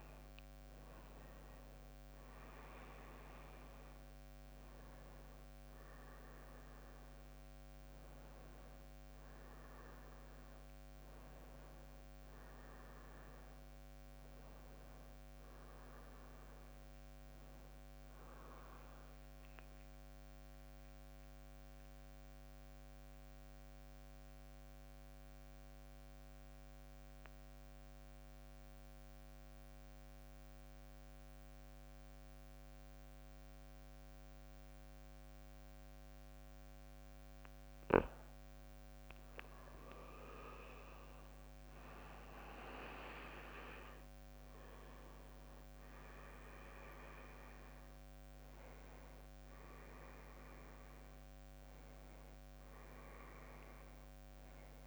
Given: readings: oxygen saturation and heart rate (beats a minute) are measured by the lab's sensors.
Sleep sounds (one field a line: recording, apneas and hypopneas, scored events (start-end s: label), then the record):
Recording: breathing in sleep by a microphone on the trachea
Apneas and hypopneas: 1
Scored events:
0.00-6.00 s: drop in pulse transit time (device-marked, heart rate 65 extreme)
0.00-12.00 s: oxygen desaturation (device-marked, oxygen 90% lowest, heart rate 53 extreme)
19.00-38.00 s: mixed apnea (oxygen 98% before, 92% lowest, heart rate 65 before, 53 extreme, up 17 after)
36.00-54.87 s: oxygen desaturation (device-marked, oxygen 98% before, 92% lowest, heart rate 59 before, 56 extreme)
39.50-44.00 s: leg movement (device-marked)
40.50-45.50 s: arousal
42.00-54.87 s: drop in pulse transit time (device-marked, heart rate 59 before, 64 extreme)
From the record:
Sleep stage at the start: N2 (light sleep)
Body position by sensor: on the back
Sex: male